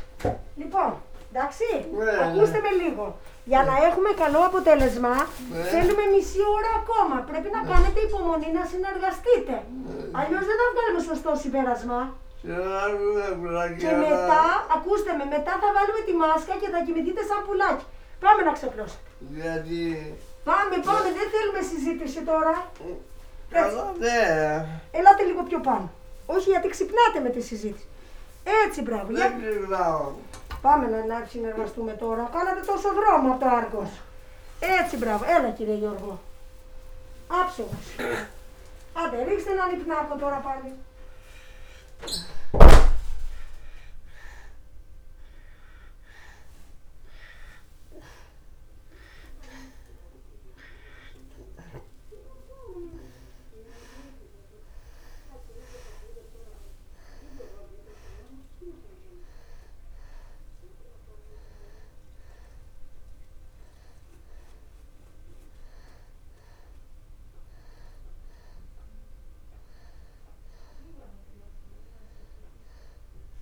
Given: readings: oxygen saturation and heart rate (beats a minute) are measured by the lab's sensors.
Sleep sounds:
a person awake in a sleep study, by a room microphone; none
11.00-14.50 s: snoring (device-marked)
20.50-30.50 s: snoring (device-marked)
42.00-73.42 s: new sleep stage, N2 (light sleep)
49.00-73.42 s: oxygen desaturation (device-marked, oxygen 97% before, 90% lowest)
From the record:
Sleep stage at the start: awake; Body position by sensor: on the back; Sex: male

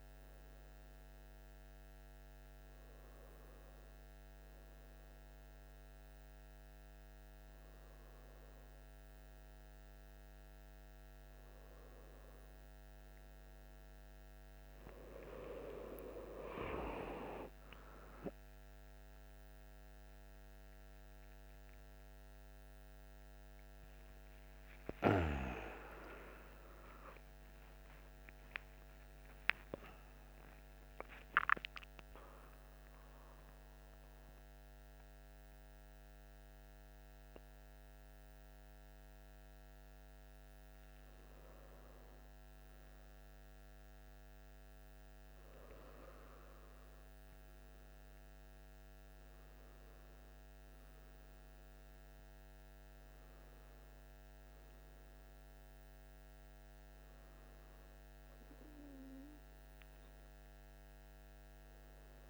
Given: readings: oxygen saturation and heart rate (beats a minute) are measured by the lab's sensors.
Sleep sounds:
a person awake in a sleep study, by a microphone on the trachea; none
none scored
From the record:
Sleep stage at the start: awake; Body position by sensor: on the back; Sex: male

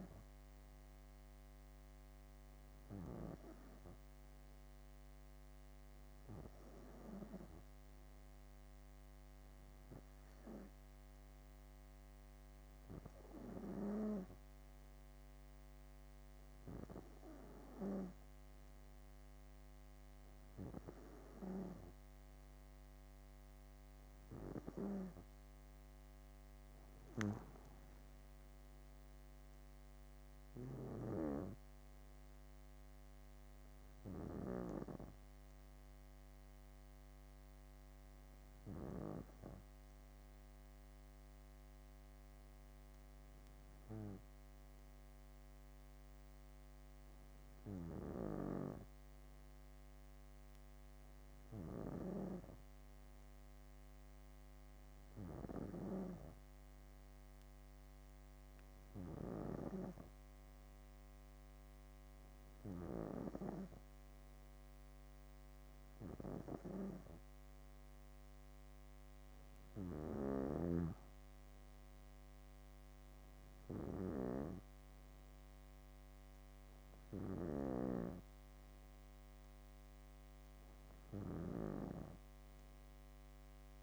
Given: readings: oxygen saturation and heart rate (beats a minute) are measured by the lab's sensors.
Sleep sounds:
breathing in sleep by a microphone on the trachea; none
27.50-31.00 s: arousal
32.50-40.50 s: bradycardia (device-marked, heart rate 64 before, 57 extreme)
76.50-81.50 s: bradycardia (device-marked, heart rate 64 before, 59 extreme)
77.00-83.83 s: snoring (device-marked)
From the record:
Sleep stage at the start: N2 (light sleep); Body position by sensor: on the back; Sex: female

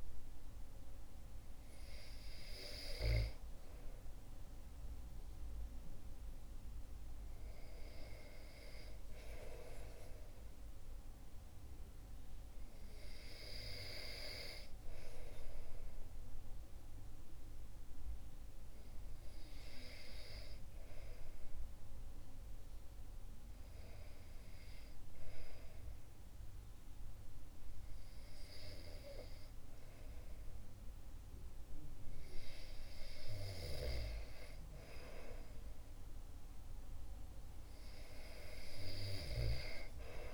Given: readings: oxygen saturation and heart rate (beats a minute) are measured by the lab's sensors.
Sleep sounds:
breathing in sleep by a room microphone; 1
24.00-35.00 s: hypopnea (oxygen 98% before, 94% lowest, heart rate 61 before, 61 extreme, up 2 after)
From the record:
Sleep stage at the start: REM sleep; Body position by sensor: on the back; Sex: male

